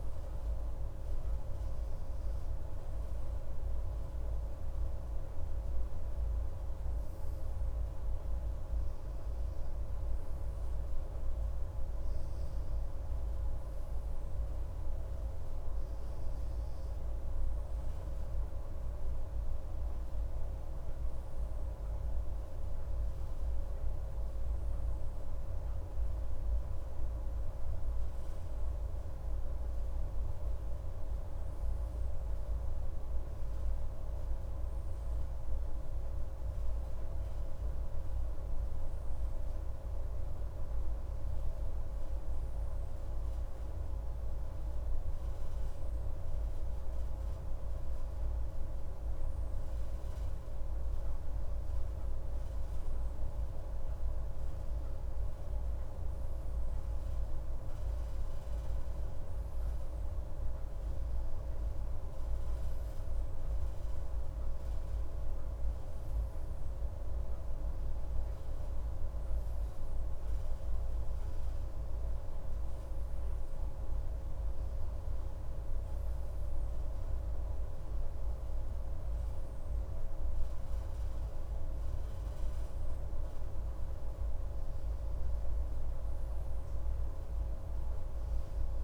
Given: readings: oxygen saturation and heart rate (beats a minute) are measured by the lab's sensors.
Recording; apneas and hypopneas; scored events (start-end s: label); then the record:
a person awake in a sleep study, hard to hear, by a room microphone; none
none scored
From the record:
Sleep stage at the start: awake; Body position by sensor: on the left side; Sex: male